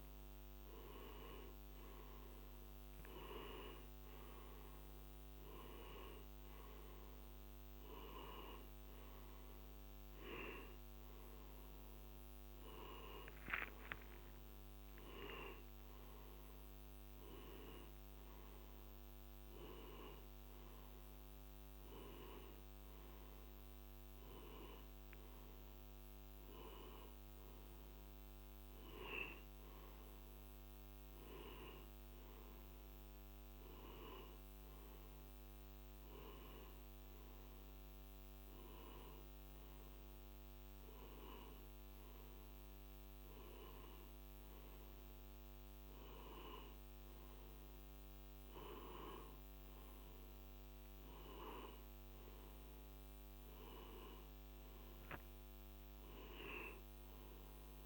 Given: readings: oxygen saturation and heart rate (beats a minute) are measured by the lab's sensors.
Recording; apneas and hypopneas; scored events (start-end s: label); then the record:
a person partly awake in a sleep study, by a microphone on the trachea; none
2.50-32.50 s: new sleep stage, N1 (lightest sleep)
32.50-57.85 s: new sleep stage, N2 (light sleep)
From the record:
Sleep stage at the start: awake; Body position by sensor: on the back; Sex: male